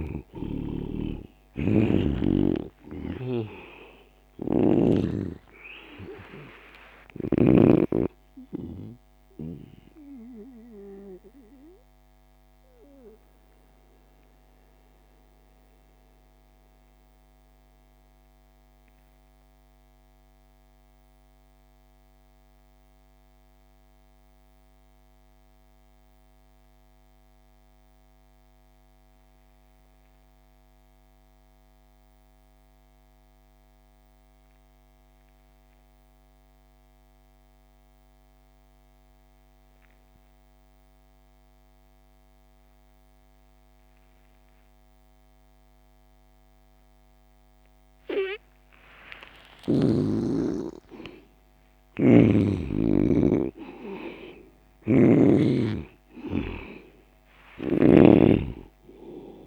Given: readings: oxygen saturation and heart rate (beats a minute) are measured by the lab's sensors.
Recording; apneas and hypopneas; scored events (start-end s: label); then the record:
breathing in sleep by a microphone on the trachea; 1
0.00-1.00 s: arousal
0.00-23.00 s: oxygen desaturation (device-marked, oxygen 71% lowest)
12.00-48.50 s: mixed apnea (oxygen 96% before, 71% lowest)
41.00-59.47 s: oxygen desaturation (device-marked, oxygen 97% before, 74% lowest)
49.50-55.00 s: arousal
54.00-57.50 s: snoring (device-marked)
From the record:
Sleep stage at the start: N2 (light sleep); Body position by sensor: on the back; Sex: male